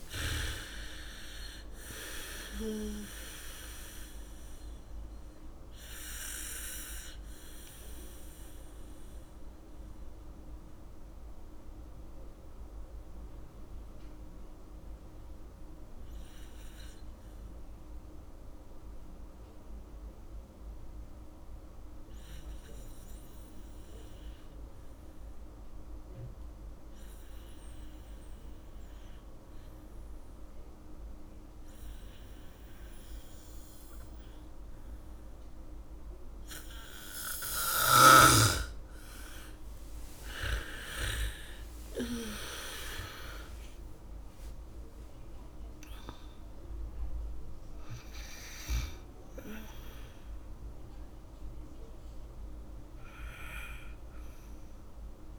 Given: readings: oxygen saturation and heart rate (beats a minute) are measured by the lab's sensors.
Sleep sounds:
breathing in sleep by a room microphone; 1
0.00-2.00 s: arousal
0.00-20.50 s: oxygen desaturation (device-marked, oxygen 78% lowest, heart rate 45 extreme)
6.50-37.50 s: mixed apnea (oxygen 99% before, 78% lowest, heart rate 65 before, 45 extreme, up 2 after)
26.50-55.39 s: oxygen desaturation (device-marked, oxygen 100% before, 79% lowest, heart rate 76 before, 45 extreme)
33.50-35.50 s: bradycardia (device-marked, heart rate 73 before, 60 extreme)
37.50-43.50 s: bradycardia (device-marked, heart rate 73 before, 45 extreme)
40.00-45.00 s: arousal
From the record:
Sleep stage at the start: N2 (light sleep); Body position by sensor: on the back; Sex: female

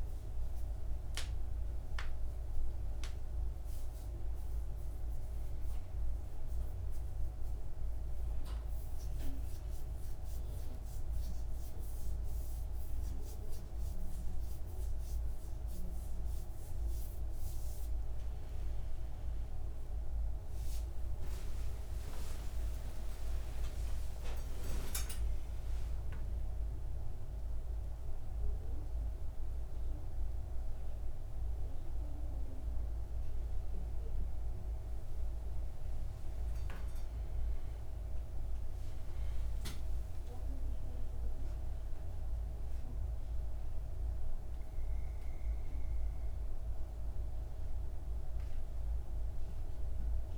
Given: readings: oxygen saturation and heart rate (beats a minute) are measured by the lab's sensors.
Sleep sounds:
a person awake in a sleep study, hard to hear, by a room microphone; none
none scored
From the record:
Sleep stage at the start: awake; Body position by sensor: on the front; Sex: male

